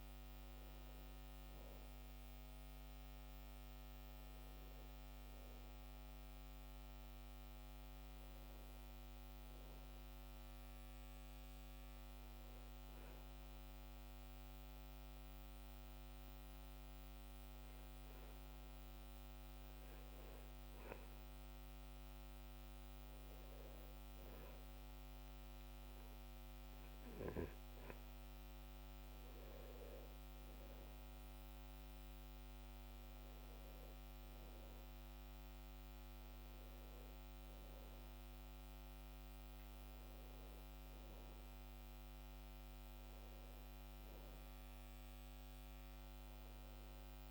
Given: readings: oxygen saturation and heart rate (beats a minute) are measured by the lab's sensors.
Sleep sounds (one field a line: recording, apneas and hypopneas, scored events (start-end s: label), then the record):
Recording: breathing in sleep, hard to hear, by a microphone on the trachea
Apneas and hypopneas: 1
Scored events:
12.00-22.00 s: hypopnea (oxygen 98% before, 93% lowest, heart rate 69 before, 66 extreme, up 4 after)
24.50-29.00 s: arousal
From the record:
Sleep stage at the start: REM sleep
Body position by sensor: on the back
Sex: male